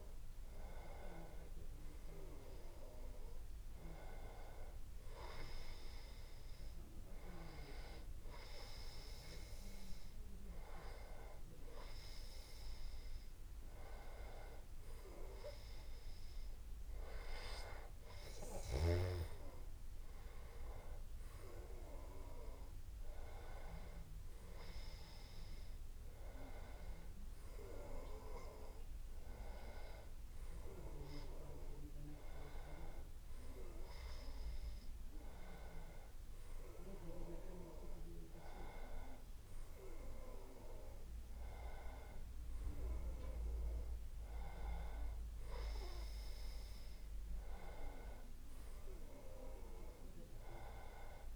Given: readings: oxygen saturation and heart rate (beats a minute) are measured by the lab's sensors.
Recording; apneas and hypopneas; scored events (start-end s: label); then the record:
breathing in sleep by a room microphone; none
none scored
From the record:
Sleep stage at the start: N1 (lightest sleep); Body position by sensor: on the back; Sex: male